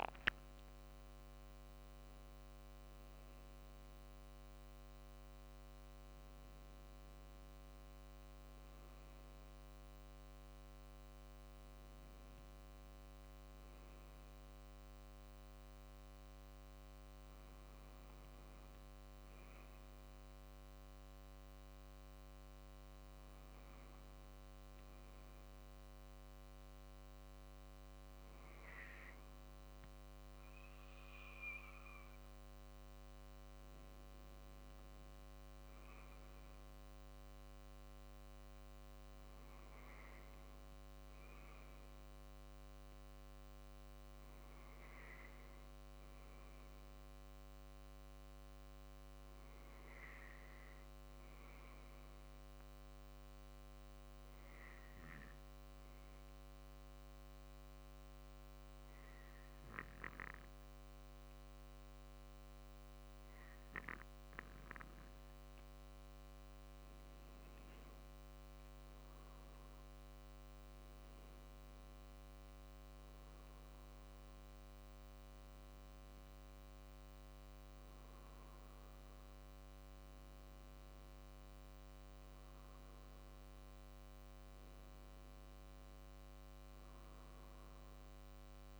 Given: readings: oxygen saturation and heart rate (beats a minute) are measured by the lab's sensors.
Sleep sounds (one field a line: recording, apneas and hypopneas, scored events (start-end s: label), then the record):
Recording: breathing in sleep, hard to hear, by a microphone on the trachea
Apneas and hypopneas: 1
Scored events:
0.00-7.50 s: drop in pulse transit time (device-marked, heart rate 50 extreme)
33.50-38.50 s: arousal
45.00-66.50 s: hypopnea (oxygen 96% before, 92% lowest, heart rate 48 before, 47 extreme, up 3 after)
68.50-73.00 s: arousal
70.50-83.50 s: drop in pulse transit time (device-marked, heart rate 48 before, 49 extreme)
From the record:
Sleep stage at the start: N2 (light sleep)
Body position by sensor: on the back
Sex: male